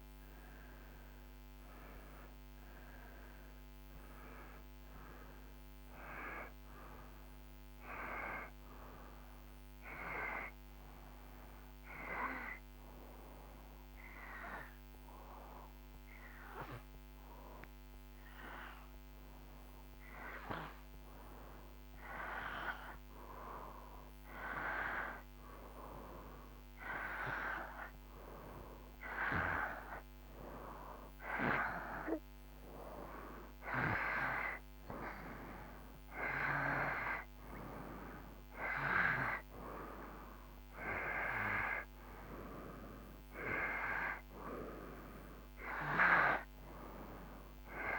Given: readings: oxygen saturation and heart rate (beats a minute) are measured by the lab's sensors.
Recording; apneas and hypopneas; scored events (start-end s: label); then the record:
breathing in sleep by a microphone on the trachea; 1
11.00-30.50 s: obstructive apnea (oxygen 92% before, 90% lowest)
33.00-37.00 s: arousal
44.50-47.99 s: oxygen desaturation (device-marked, oxygen 96% before, 90% lowest)
From the record:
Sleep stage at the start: N2 (light sleep); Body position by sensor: on the right side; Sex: male